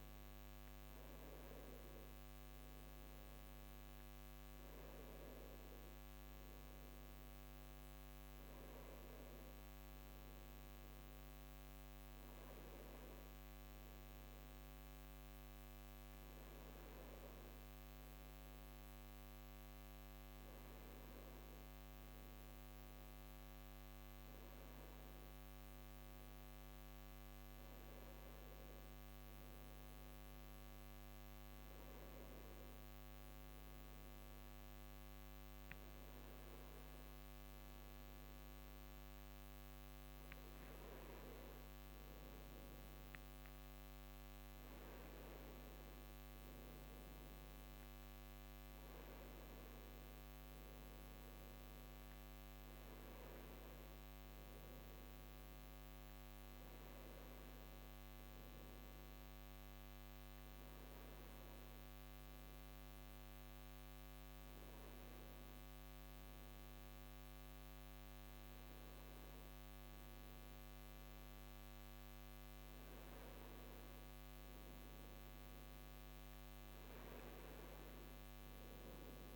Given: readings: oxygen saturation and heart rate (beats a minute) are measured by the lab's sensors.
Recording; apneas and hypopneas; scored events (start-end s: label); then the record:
breathing in sleep, hard to hear, by a microphone on the trachea; none
37.50-79.36 s: new sleep stage, N2 (light sleep)
From the record:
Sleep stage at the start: N1 (lightest sleep); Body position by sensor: on the right side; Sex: male